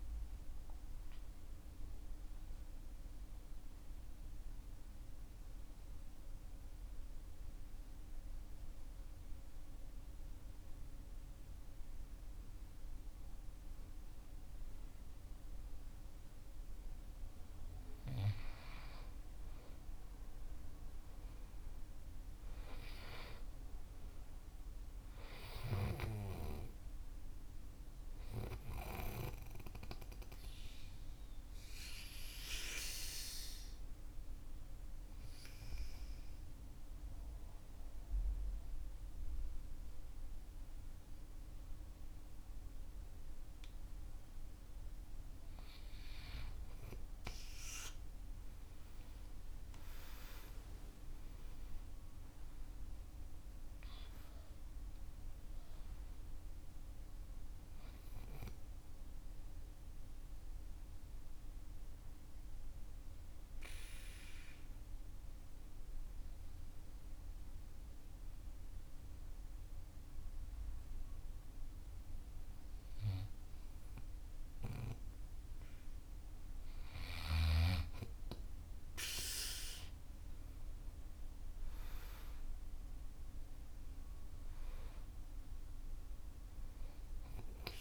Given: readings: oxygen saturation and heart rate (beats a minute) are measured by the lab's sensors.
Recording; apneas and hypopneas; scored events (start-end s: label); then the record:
breathing in sleep by a room microphone; 3
4.50-17.50 s: obstructive apnea (oxygen 97% before, 94% lowest, heart rate 58 before, 47 extreme, up 16 after)
19.00-24.00 s: arousal
22.50-27.50 s: oxygen desaturation (device-marked, oxygen 97% before, 94% lowest, heart rate 53 before, 49 extreme)
25.50-29.00 s: snoring (device-marked)
30.00-45.00 s: mixed apnea (oxygen 97% before, 94% lowest, heart rate 53 before, 48 extreme, up 21 after)
49.00-53.00 s: arousal
59.00-76.00 s: mixed apnea (oxygen 97% before, 93% lowest, heart rate 58 before, 48 extreme, up 18 after)
73.50-82.50 s: oxygen desaturation (device-marked, oxygen 97% before, 94% lowest, heart rate 55 before, 48 extreme)
79.50-83.00 s: arousal
From the record:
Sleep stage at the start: N2 (light sleep); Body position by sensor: on the back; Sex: male